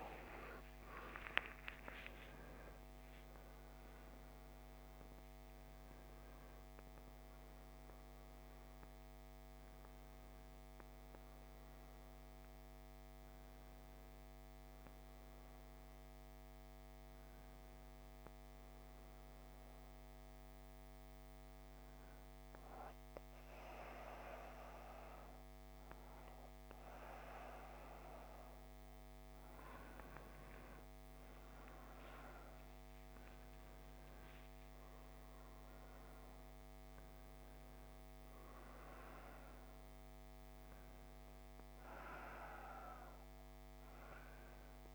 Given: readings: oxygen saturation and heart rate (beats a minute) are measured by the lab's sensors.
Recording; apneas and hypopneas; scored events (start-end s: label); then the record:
breathing in sleep by a microphone on the trachea; 1
0.00-5.00 s: arousal
1.00-23.00 s: oxygen desaturation (device-marked, oxygen 95% before, 92% lowest)
13.50-29.50 s: hypopnea (oxygen 95% before, 92% lowest, heart rate 71 before, 54 extreme, up 18 after)
32.00-35.00 s: arousal
36.00-44.95 s: new sleep stage, N2 (light sleep)
From the record:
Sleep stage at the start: N1 (lightest sleep); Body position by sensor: on the left side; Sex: male